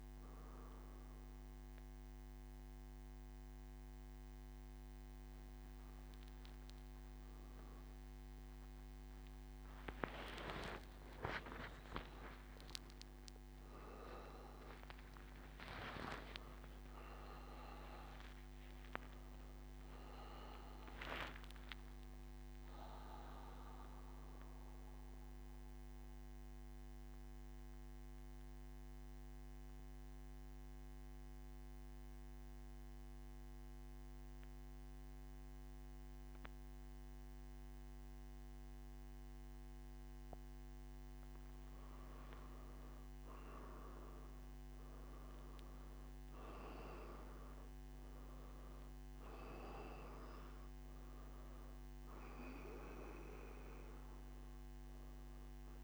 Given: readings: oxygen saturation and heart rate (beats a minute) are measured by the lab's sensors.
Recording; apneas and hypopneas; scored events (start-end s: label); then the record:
breathing in sleep by a microphone on the trachea; none
0.00-8.00 s: oxygen desaturation (device-marked, oxygen 93% lowest, heart rate 117 extreme)
44.00-55.84 s: oxygen desaturation (device-marked, oxygen 97% before, 93% lowest, heart rate 124 before, 96 extreme)
From the record:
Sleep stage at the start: N3 (deep sleep); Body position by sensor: on the back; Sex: male